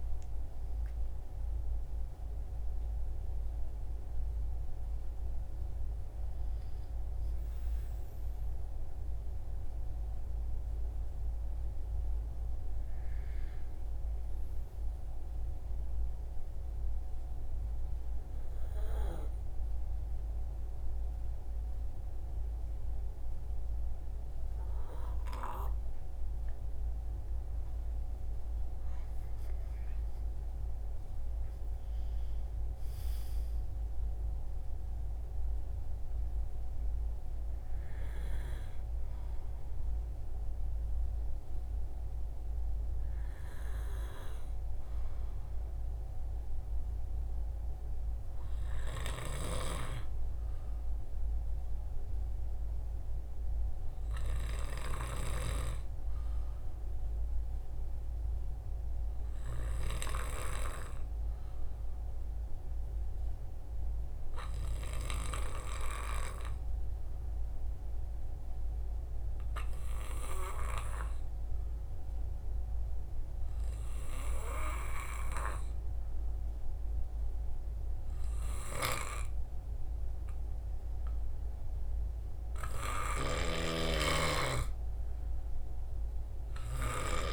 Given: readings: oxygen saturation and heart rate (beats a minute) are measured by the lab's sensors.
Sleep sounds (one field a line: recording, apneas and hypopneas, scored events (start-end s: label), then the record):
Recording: breathing in sleep by a room microphone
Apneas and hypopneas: 2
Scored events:
15.50-26.50 s: hypopnea (oxygen 96% before, 92% lowest, heart rate 78 before, 60 extreme, up 22 after)
28.00-31.50 s: arousal
34.50-47.50 s: oxygen desaturation (device-marked, oxygen 97% before, 93% lowest, heart rate 65 before, 60 extreme)
69.00-82.00 s: obstructive apnea (oxygen 96% before, 90% lowest, heart rate 63 before, 61 extreme, up 1 after)
74.50-87.33 s: oxygen desaturation (device-marked, oxygen 95% before, 90% lowest, heart rate 64 before, 61 extreme)
84.50-87.33 s: arousal
From the record:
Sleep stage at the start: N2 (light sleep)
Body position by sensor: on the right side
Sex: male